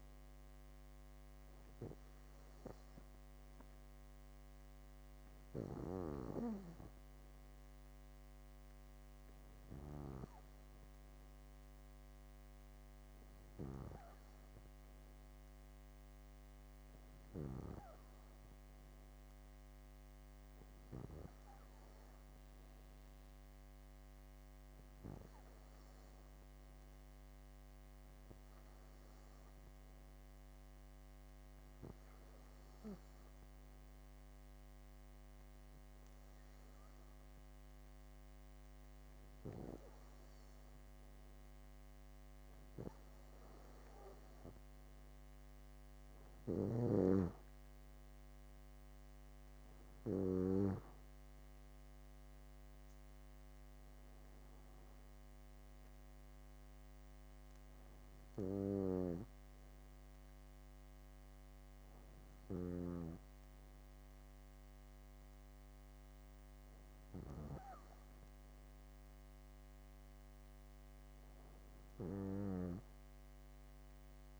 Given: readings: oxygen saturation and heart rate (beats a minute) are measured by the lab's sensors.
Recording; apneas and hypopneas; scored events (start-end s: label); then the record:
breathing in sleep by a microphone on the trachea; none
1.50-6.50 s: bradycardia (device-marked, heart rate 65 before, 59 extreme)
49.50-54.00 s: arousal
From the record:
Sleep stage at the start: N2 (light sleep); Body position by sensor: on the back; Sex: female